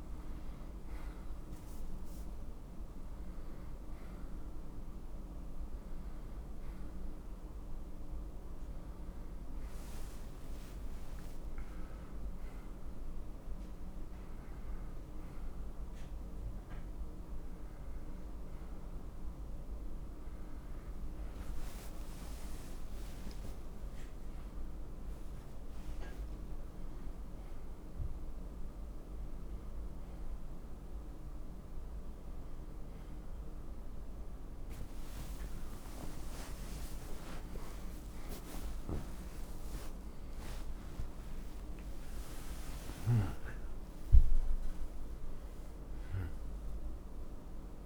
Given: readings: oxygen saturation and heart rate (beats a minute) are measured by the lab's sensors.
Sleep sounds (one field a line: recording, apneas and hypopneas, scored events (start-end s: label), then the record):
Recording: a person awake in a sleep study, hard to hear, by a room microphone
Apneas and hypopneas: none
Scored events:
none scored
From the record:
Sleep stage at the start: awake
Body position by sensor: on the right side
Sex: male